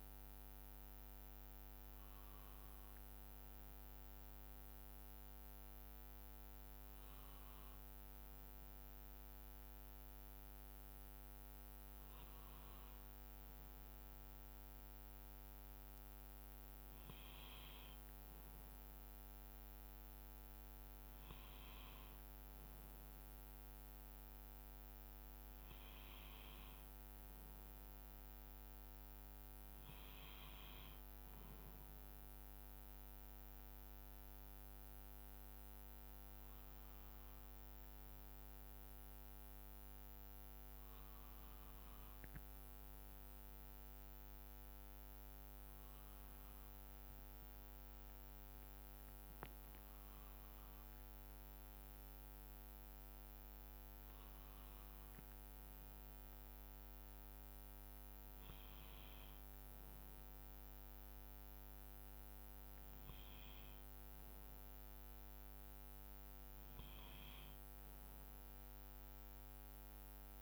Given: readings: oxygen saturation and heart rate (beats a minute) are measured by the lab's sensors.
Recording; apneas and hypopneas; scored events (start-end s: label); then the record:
breathing in sleep, hard to hear, by a microphone on the trachea; none
0.00-7.00 s: drop in pulse transit time (device-marked, heart rate 65 extreme)
49.00-51.00 s: long interval between heartbeats (device-marked, heart rate 63 before, 74 extreme)
56.00-70.42 s: new sleep stage, N2 (light sleep)
From the record:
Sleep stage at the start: N1 (lightest sleep); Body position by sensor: on the right side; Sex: male